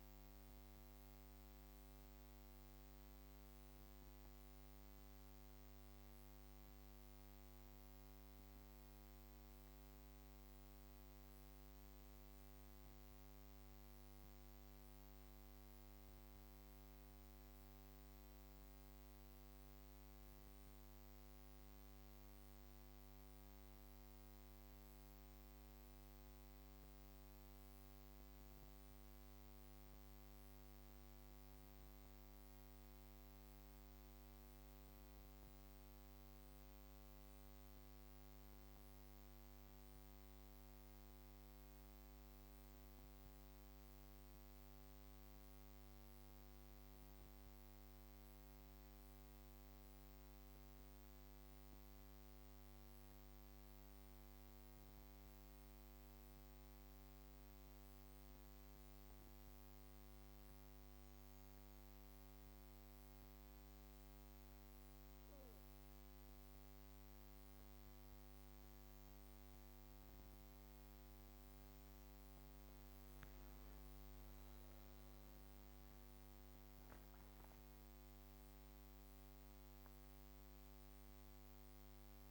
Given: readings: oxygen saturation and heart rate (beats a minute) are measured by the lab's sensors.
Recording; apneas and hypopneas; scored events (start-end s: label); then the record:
breathing in sleep, hard to hear, by a microphone on the trachea; 2
0.00-1.50 s: arousal
9.00-23.50 s: obstructive apnea (oxygen 97% before, 92% lowest)
27.50-31.50 s: arousal
47.50-67.50 s: obstructive apnea (oxygen 97% before, 92% lowest)
68.50-72.50 s: arousal
71.50-82.31 s: oxygen desaturation (device-marked, oxygen 96% before, 92% lowest)
From the record:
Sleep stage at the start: N2 (light sleep); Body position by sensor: on the back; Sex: female